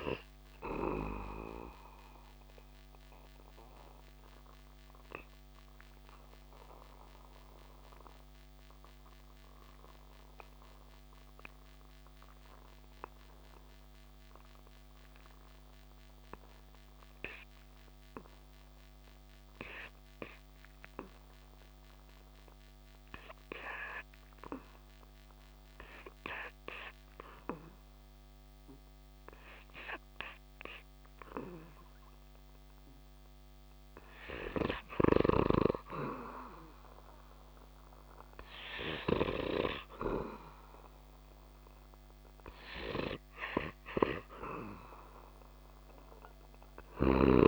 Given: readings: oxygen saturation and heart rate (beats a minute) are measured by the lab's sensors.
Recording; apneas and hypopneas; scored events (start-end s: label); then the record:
breathing in sleep by a microphone on the trachea; 1
0.00-18.00 s: oxygen desaturation (device-marked, oxygen 78% lowest)
3.50-35.00 s: obstructive apnea (oxygen 99% before, 78% lowest)
27.00-47.47 s: oxygen desaturation (device-marked, oxygen 100% before, 83% lowest)
38.00-43.50 s: arousal
46.00-47.47 s: snoring (device-marked)
From the record:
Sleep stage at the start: REM sleep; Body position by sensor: on the back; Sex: male